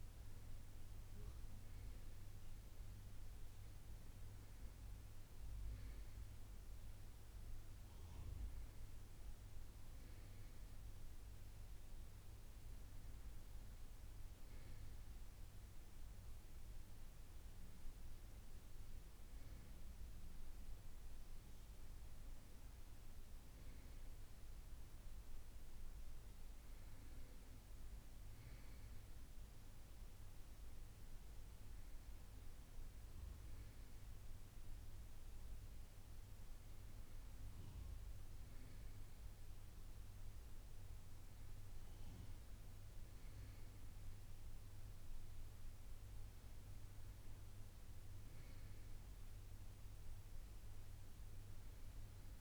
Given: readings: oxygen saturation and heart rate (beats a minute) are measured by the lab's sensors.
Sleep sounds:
a person awake in a sleep study, hard to hear, by a room microphone; none
none scored
From the record:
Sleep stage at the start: awake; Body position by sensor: on the right side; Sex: male

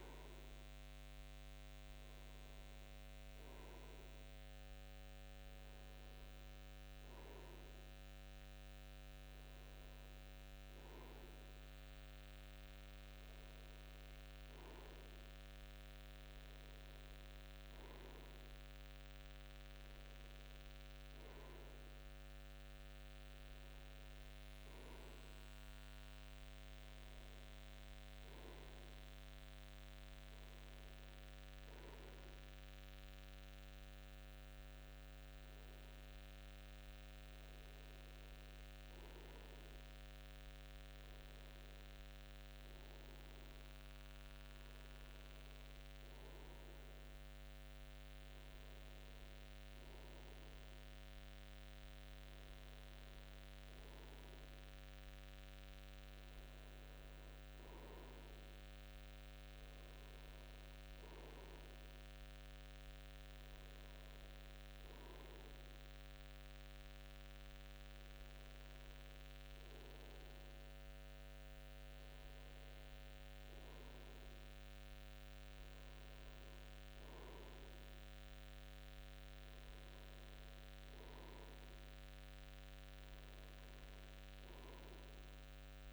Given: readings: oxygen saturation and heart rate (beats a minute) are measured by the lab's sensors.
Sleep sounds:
breathing in sleep, hard to hear, by a microphone on the trachea; none
none scored
From the record:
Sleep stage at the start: N2 (light sleep); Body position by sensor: on the front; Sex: male

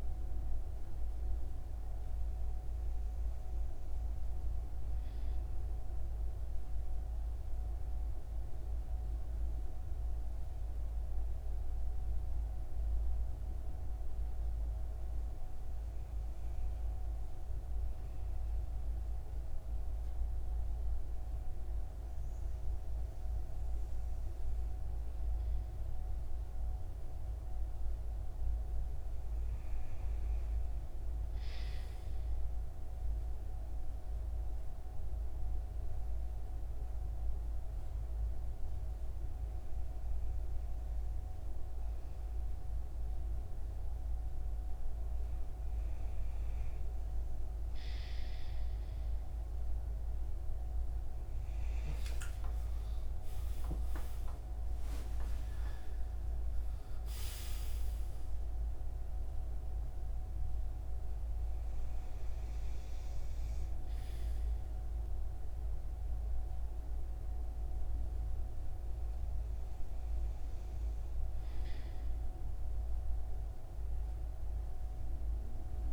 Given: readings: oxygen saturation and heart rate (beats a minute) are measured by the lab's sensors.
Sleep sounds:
a person partly awake in a sleep study, hard to hear, by a room microphone; 1
1.00-75.93 s: new sleep stage, N2 (light sleep)
6.00-29.00 s: hypopnea (oxygen 97% before, 92% lowest)
31.50-34.50 s: arousal
52.00-56.50 s: arousal
From the record:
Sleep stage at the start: awake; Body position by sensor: on the right side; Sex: male

